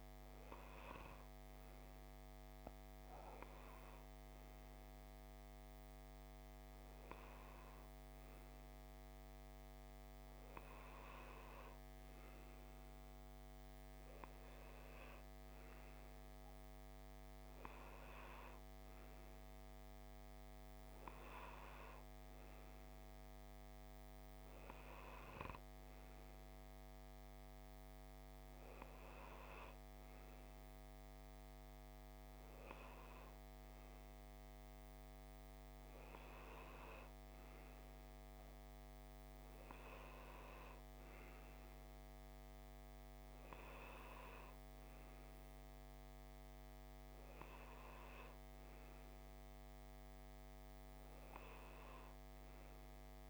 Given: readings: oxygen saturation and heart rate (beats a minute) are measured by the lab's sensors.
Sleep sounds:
breathing in sleep by a microphone on the trachea; none
0.00-13.50 s: oxygen desaturation (device-marked, oxygen 91% lowest)
From the record:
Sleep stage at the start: N2 (light sleep); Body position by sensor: on the left side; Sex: male

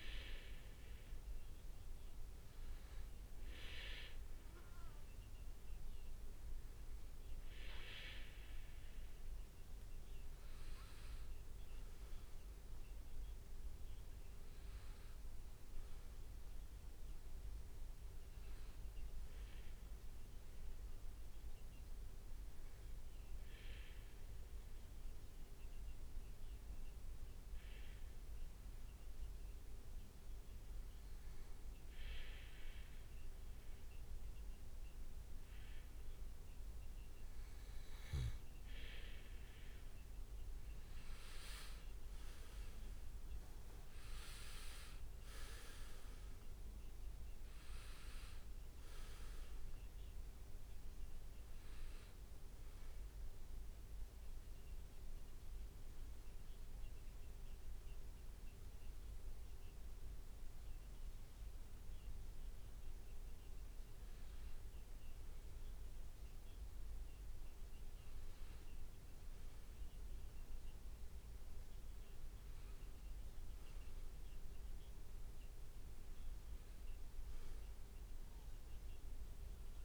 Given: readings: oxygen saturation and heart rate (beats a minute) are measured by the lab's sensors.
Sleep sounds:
breathing in sleep by a room microphone; 2
26.00-38.50 s: hypopnea (oxygen 98% before, 94% lowest, heart rate 62 before, 56 extreme, up 6 after)
40.00-61.00 s: oxygen desaturation (device-marked, oxygen 98% before, 94% lowest, heart rate 63 before, 56 extreme)
41.00-43.00 s: leg movement (device-marked)
41.00-44.50 s: arousal
47.50-51.50 s: leg movement (device-marked)
52.50-63.50 s: hypopnea (oxygen 98% before, 94% lowest, heart rate 63 before, 56 extreme, up 5 after)
67.00-71.00 s: arousal
From the record:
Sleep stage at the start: N2 (light sleep); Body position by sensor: on the back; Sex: male

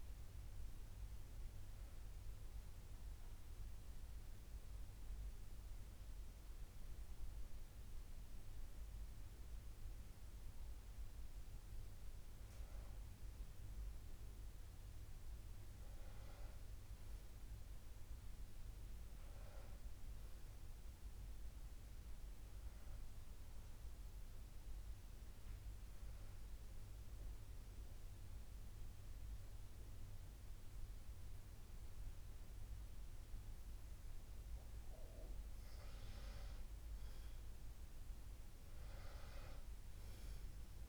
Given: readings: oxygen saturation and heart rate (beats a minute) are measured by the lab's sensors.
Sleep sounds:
breathing in sleep, hard to hear, by a room microphone; 2
0.00-18.00 s: oxygen desaturation (device-marked, oxygen 92% lowest, heart rate 59 extreme)
2.00-12.50 s: hypopnea (oxygen 98% before, 92% lowest, heart rate 65 before, 59 extreme, up 4 after)
15.00-19.00 s: arousal
26.00-36.00 s: obstructive apnea (oxygen 98% before, 93% lowest, heart rate 61 before, 58 extreme, up 6 after)
38.00-40.89 s: arousal
From the record:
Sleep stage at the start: N2 (light sleep); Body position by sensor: on the back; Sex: female

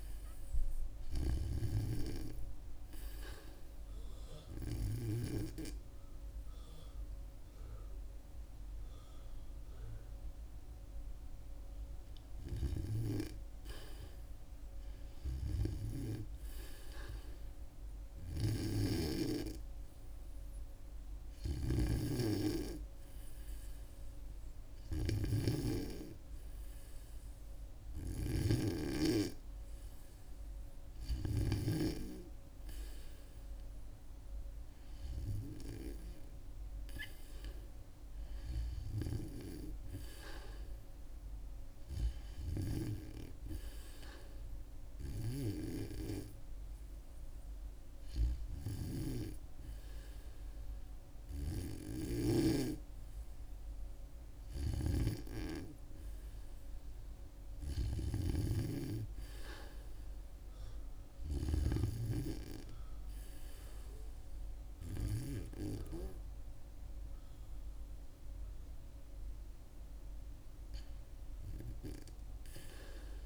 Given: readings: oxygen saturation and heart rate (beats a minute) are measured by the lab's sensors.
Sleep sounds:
breathing in sleep by a room microphone; 1
0.00-11.00 s: oxygen desaturation (device-marked, oxygen 84% lowest, heart rate 71 extreme)
18.50-29.50 s: hypopnea (oxygen 92% before, 86% lowest, heart rate 72 before, 74 extreme, up 3 after)
22.00-29.00 s: oxygen desaturation (device-marked, oxygen 91% before, 86% lowest, heart rate 73 before, 74 extreme)
31.00-35.00 s: arousal
From the record:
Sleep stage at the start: REM sleep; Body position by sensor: on the back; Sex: female

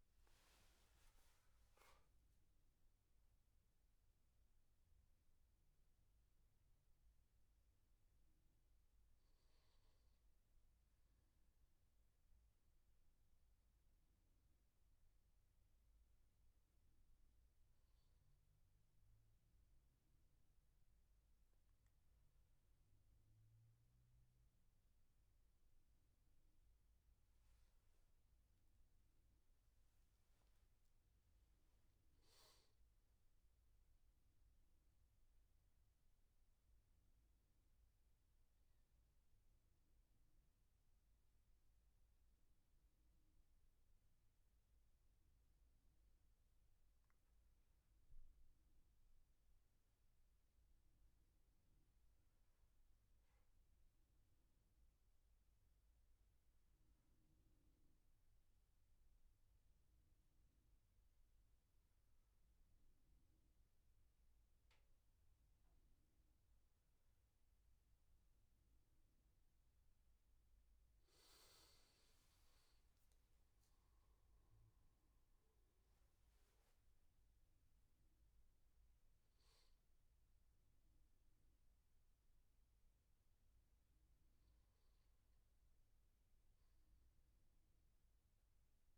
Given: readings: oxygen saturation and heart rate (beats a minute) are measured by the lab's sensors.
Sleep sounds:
breathing in sleep, hard to hear, by a room microphone; 1
9.50-88.98 s: new sleep stage, N2 (light sleep)
32.50-37.50 s: arousal
42.00-68.50 s: obstructive apnea (oxygen 98% before, 95% lowest, heart rate 83 before, 77 extreme, up 7 after)
70.00-75.50 s: arousal
From the record:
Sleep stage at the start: N1 (lightest sleep); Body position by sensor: on the back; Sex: male

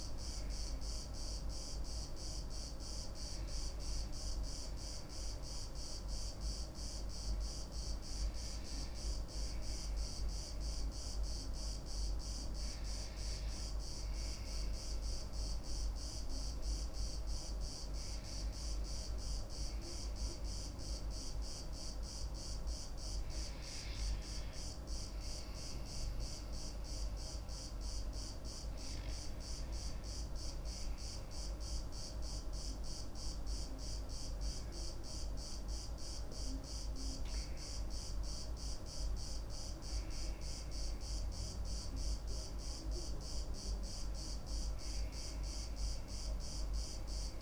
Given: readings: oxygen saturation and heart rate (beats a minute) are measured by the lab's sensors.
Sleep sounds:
a person partly awake in a sleep study, hard to hear, by a room microphone; none
12.50-42.50 s: new sleep stage, N1 (lightest sleep)
34.50-38.50 s: arousal
42.50-47.42 s: new sleep stage, N2 (light sleep)
From the record:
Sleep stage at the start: awake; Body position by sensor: on the back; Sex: female

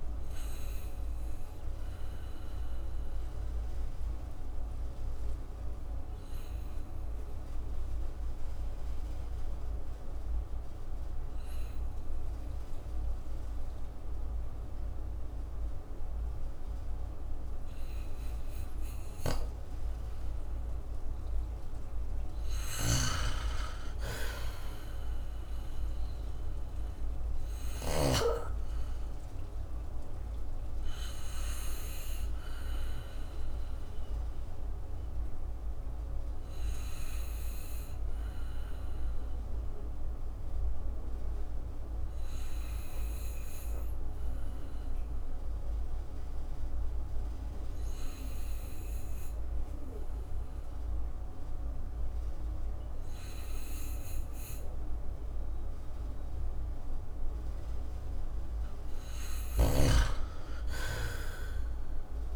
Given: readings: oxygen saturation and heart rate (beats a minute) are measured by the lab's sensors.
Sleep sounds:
breathing in sleep by a room microphone; 2
1.00-19.50 s: obstructive apnea (oxygen 99% before, 87% lowest, heart rate 56 before, 51 extreme, up 3 after)
8.00-23.00 s: oxygen desaturation (device-marked, oxygen 96% before, 87% lowest, heart rate 57 before, 51 extreme)
23.00-28.50 s: snoring (device-marked)
24.00-27.50 s: arousal
33.50-56.50 s: obstructive apnea (oxygen 97% before, 87% lowest, heart rate 57 before, 51 extreme, up 5 after)
42.00-56.00 s: oxygen desaturation (device-marked, oxygen 95% before, 89% lowest, heart rate 57 before, 55 extreme)
58.00-60.50 s: arousal
61.00-62.36 s: new sleep stage, N1 (lightest sleep)
From the record:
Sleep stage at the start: N2 (light sleep); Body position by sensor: on the back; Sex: male

